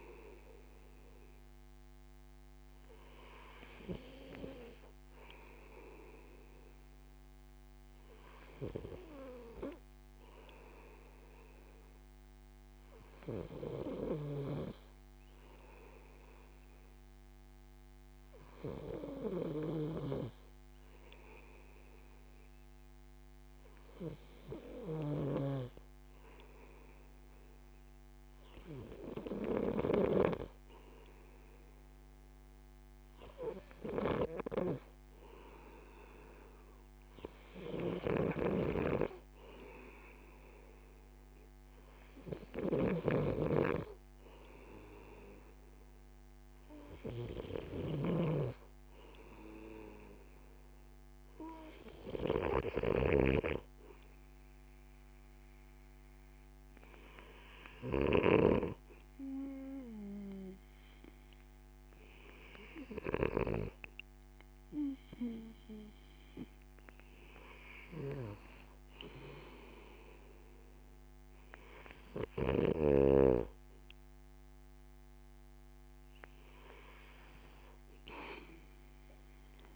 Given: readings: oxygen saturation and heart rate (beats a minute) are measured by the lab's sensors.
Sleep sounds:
breathing in sleep by a microphone on the trachea; none
none scored
From the record:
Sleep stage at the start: N2 (light sleep); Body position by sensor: on the right side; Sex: male

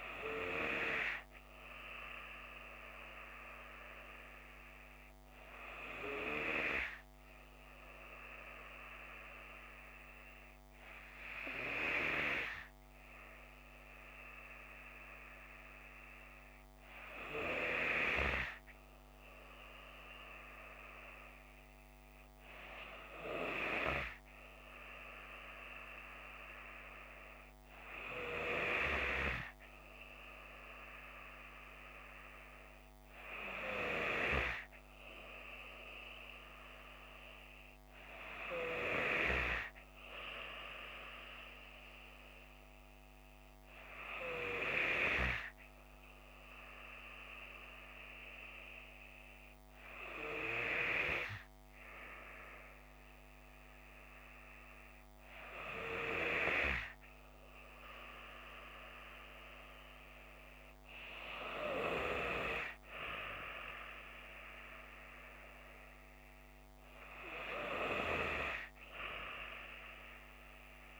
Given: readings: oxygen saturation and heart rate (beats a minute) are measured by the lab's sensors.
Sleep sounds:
breathing in sleep by a microphone on the trachea; none
69.00-71.00 s: new sleep stage, N2 (light sleep)
From the record:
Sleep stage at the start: N3 (deep sleep); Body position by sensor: on the left side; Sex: female

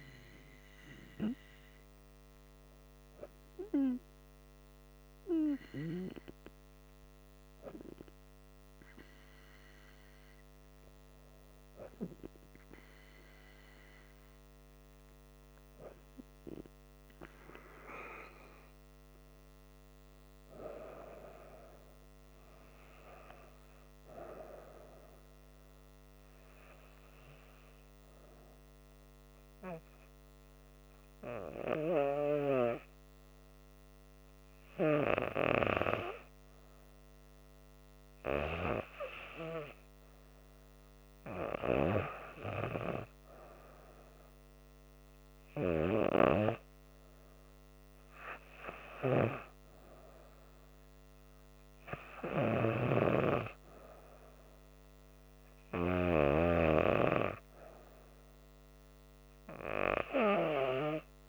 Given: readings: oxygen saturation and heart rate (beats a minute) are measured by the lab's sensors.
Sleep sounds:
breathing in sleep by a microphone on the trachea; 1
22.50-40.00 s: hypopnea (oxygen 98% before, 90% lowest, heart rate 73 before, 70 extreme, up 2 after)
43.00-46.50 s: arousal
45.00-60.00 s: oxygen desaturation (device-marked, oxygen 95% before, 92% lowest, heart rate 72 before, 76 extreme)
From the record:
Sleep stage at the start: REM sleep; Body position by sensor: on the back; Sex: female

